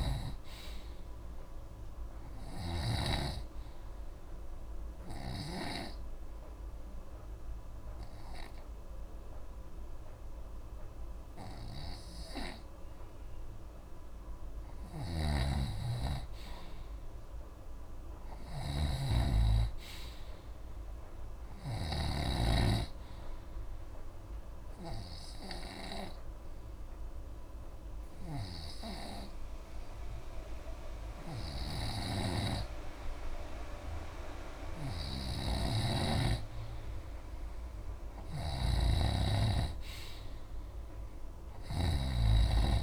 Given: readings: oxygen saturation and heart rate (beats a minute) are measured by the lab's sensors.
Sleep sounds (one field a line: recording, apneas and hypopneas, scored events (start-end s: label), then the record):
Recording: breathing in sleep by a room microphone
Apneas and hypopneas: 2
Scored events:
0.00-6.00 s: snoring (device-marked)
2.50-17.50 s: oxygen desaturation (device-marked, oxygen 96% before, 90% lowest, heart rate 73 before, 45 extreme)
5.50-15.50 s: obstructive apnea (oxygen 96% before, 89% lowest, heart rate 60 before, 45 extreme, up 23 after)
15.00-22.00 s: snoring (device-marked)
17.00-20.00 s: arousal
23.50-33.50 s: oxygen desaturation (device-marked, oxygen 95% before, 89% lowest, heart rate 53 before, 29 extreme)
25.00-35.00 s: hypopnea (oxygen 96% before, 88% lowest, heart rate 55 before, 29 extreme, up 59 after)
31.50-42.83 s: snoring (device-marked)
37.00-40.50 s: arousal
From the record:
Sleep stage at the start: N2 (light sleep)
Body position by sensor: on the back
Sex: male